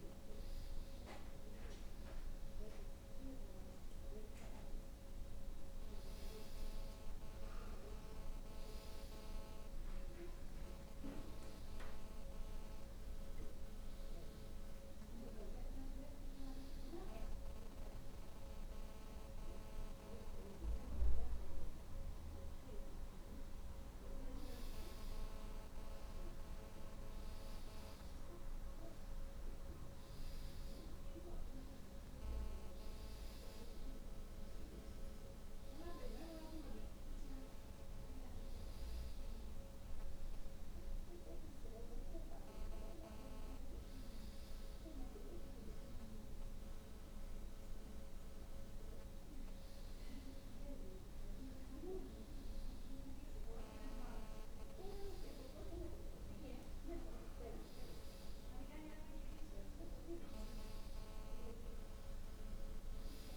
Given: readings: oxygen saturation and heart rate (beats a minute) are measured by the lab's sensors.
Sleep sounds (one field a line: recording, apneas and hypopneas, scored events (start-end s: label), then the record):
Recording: breathing in sleep by a room microphone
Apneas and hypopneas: none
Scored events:
none scored
From the record:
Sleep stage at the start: N1 (lightest sleep)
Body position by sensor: on the back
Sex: female